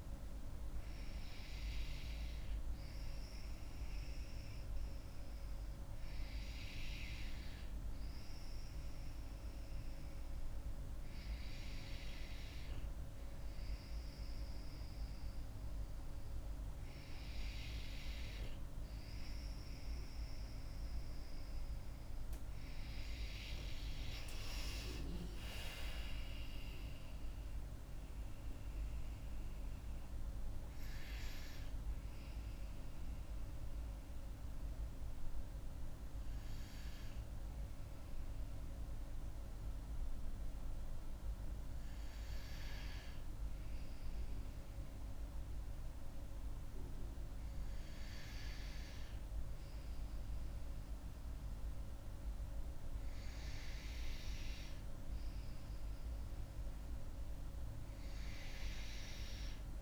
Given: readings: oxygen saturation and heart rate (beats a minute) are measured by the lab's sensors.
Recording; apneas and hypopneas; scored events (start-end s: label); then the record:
breathing in sleep, hard to hear, by a room microphone; 1
21.00-25.00 s: arousal
30.50-44.50 s: hypopnea (oxygen 95% before, 93% lowest)
46.50-50.00 s: arousal
From the record:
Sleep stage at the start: N2 (light sleep); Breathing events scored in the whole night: 89 in 5.5 hours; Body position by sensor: on the back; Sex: female